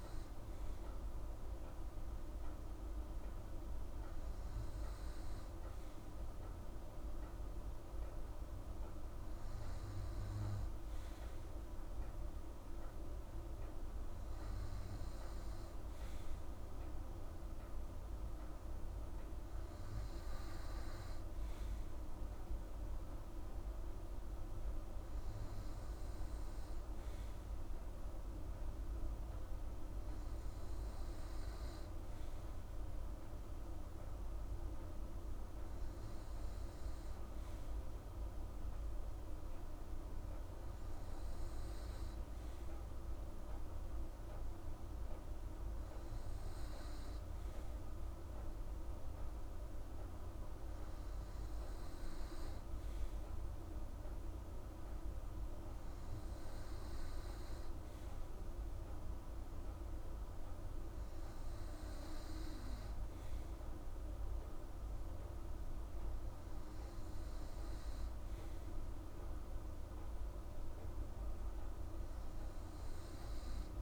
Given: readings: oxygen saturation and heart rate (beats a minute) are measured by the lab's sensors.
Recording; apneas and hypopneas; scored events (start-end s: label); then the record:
breathing in sleep, hard to hear, by a room microphone; none
none scored
From the record:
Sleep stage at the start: N2 (light sleep); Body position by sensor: on the right side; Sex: female